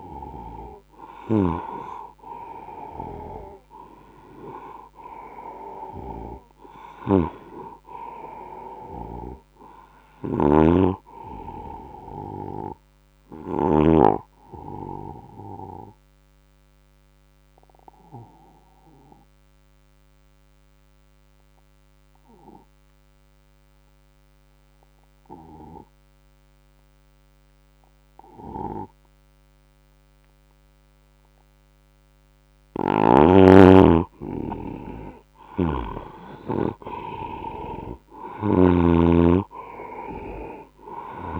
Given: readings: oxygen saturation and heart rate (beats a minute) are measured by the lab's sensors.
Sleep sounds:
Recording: breathing in sleep by a microphone on the trachea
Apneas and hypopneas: 1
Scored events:
0.00-13.50 s: snoring (device-marked)
2.50-8.50 s: oxygen desaturation (device-marked, oxygen 98% before, 96% lowest, heart rate 84 before, 64 extreme)
14.50-32.50 s: obstructive apnea (oxygen 98% before, 91% lowest, heart rate 80 before, 64 extreme, up 13 after)
32.50-41.40 s: oxygen desaturation (device-marked, oxygen 98% before, 91% lowest, heart rate 74 before, 70 extreme)
34.00-37.50 s: arousal
35.00-41.40 s: snoring (device-marked)
From the record:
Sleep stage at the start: N2 (light sleep)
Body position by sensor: on the right side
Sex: male

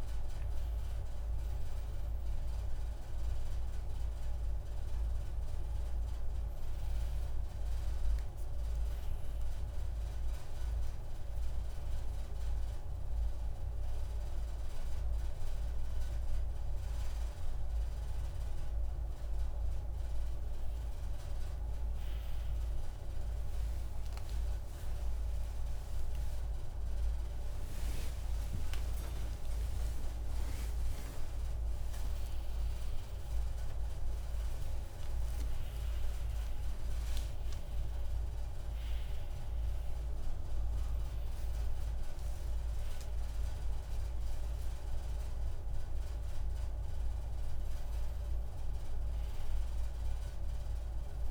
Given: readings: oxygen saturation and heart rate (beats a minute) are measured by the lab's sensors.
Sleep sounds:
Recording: a person awake in a sleep study, hard to hear, by a room microphone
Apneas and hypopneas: none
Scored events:
none scored
From the record:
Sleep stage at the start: awake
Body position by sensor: on the back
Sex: male

